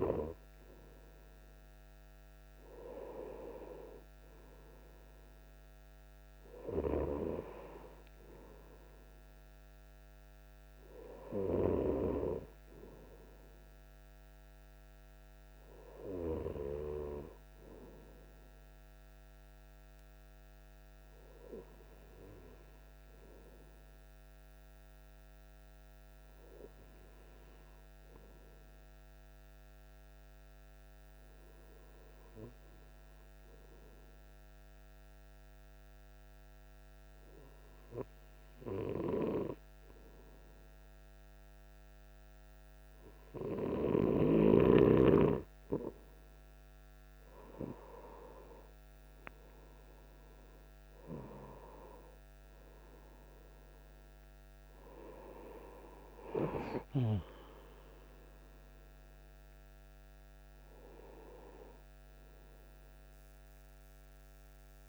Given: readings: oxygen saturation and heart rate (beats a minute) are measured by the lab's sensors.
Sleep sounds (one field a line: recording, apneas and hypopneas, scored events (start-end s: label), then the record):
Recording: breathing in sleep by a microphone on the trachea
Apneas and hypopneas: 1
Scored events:
25.00-46.00 s: hypopnea (oxygen 97% before, 93% lowest, heart rate 52 before, 51 extreme, up 8 after)
50.00-55.00 s: arousal
From the record:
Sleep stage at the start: N2 (light sleep)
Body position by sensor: on the right side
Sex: male